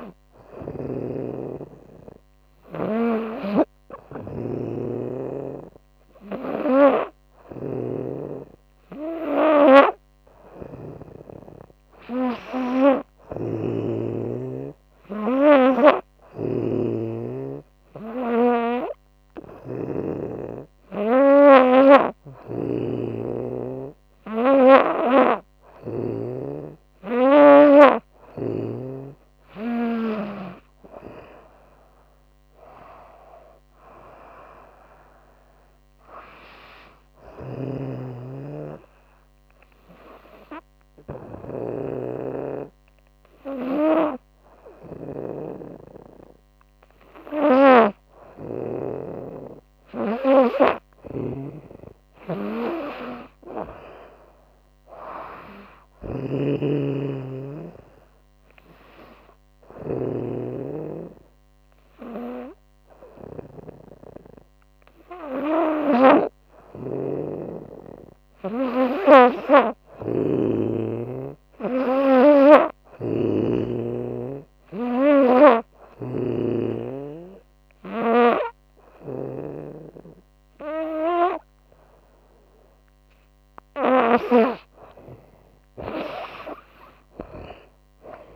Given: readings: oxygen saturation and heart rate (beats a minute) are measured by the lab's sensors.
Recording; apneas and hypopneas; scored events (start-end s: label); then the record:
breathing in sleep by a microphone on the trachea; 3
0.00-25.50 s: snoring (device-marked)
30.00-33.50 s: arousal
36.50-48.00 s: snoring (device-marked)
37.50-48.00 s: hypopnea (oxygen 98% before, 95% lowest, heart rate 82 before, 76 extreme, up 6 after)
50.00-59.00 s: snoring (device-marked)
51.50-54.50 s: arousal
56.00-66.00 s: obstructive apnea (oxygen 98% before, 95% lowest, heart rate 79 before, 76 extreme, up 4 after)
65.50-78.50 s: snoring (device-marked)
68.00-71.50 s: arousal
74.00-84.00 s: obstructive apnea (oxygen 98% before, 95% lowest, heart rate 78 before, 79 extreme, up 48 after)
85.50-88.36 s: new sleep stage, awake
From the record:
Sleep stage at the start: N2 (light sleep); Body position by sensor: on the back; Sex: female